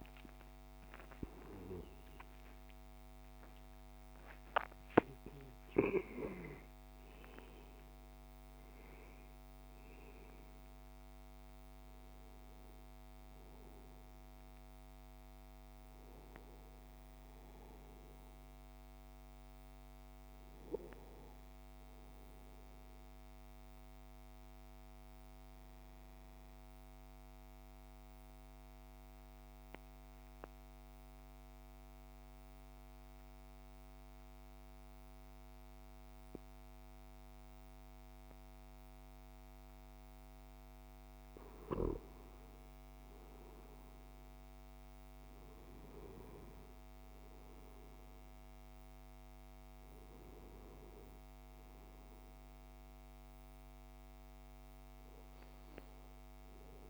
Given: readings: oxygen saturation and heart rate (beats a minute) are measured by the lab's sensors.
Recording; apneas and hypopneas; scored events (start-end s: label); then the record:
breathing in sleep, hard to hear, by a microphone on the trachea; 1
0.00-17.50 s: oxygen desaturation (device-marked, oxygen 94% lowest, heart rate 57 extreme)
24.50-41.50 s: mixed apnea (oxygen 98% before, 94% lowest, heart rate 75 before, 57 extreme, up 12 after)
42.50-47.00 s: arousal
49.50-56.90 s: oxygen desaturation (device-marked, oxygen 98% before, 94% lowest, heart rate 61 before, 59 extreme)
From the record:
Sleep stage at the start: N2 (light sleep); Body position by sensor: on the right side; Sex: male